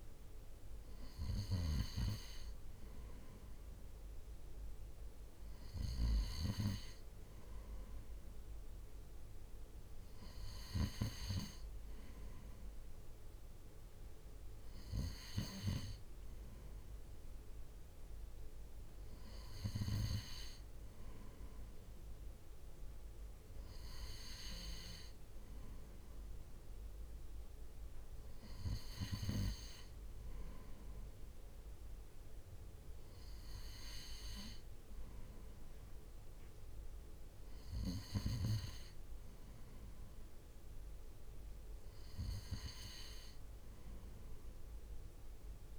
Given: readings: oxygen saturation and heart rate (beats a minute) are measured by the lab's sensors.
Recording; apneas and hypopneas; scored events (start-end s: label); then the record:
breathing in sleep by a room microphone; none
none scored
From the record:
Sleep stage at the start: N2 (light sleep); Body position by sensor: on the right side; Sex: male